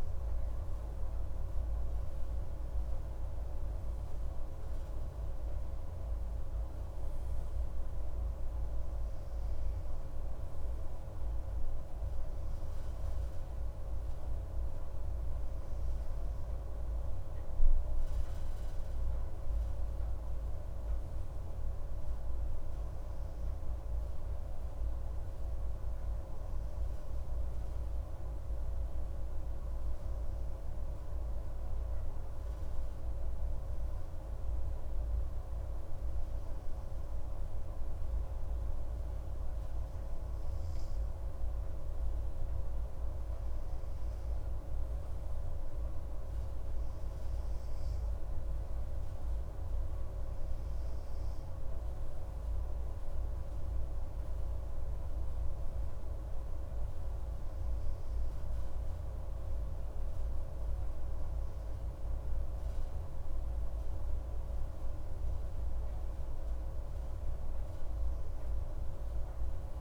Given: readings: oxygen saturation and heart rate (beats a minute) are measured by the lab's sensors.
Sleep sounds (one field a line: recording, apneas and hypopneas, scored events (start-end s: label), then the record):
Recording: breathing in sleep, hard to hear, by a room microphone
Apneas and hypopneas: none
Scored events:
20.00-23.50 s: arousal
55.50-61.00 s: arousal
From the record:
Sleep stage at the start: N2 (light sleep)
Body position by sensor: on the right side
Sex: male